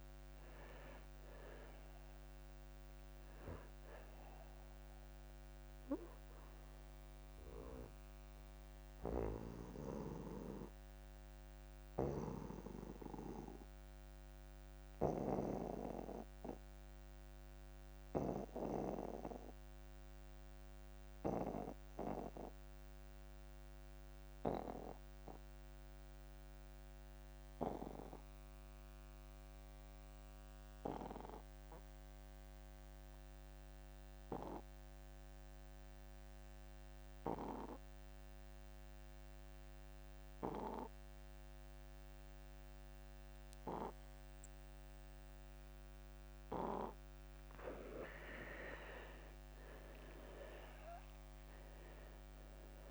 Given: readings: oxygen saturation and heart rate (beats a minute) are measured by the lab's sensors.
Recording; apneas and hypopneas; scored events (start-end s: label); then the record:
breathing in sleep by a microphone on the trachea; 1
0.00-23.00 s: oxygen desaturation (device-marked, oxygen 86% lowest)
7.00-46.50 s: obstructive apnea (oxygen 98% before, 78% lowest)
35.00-52.91 s: oxygen desaturation (device-marked, oxygen 99% before, 78% lowest)
49.50-52.91 s: arousal
From the record:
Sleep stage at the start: N2 (light sleep); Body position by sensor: on the back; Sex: male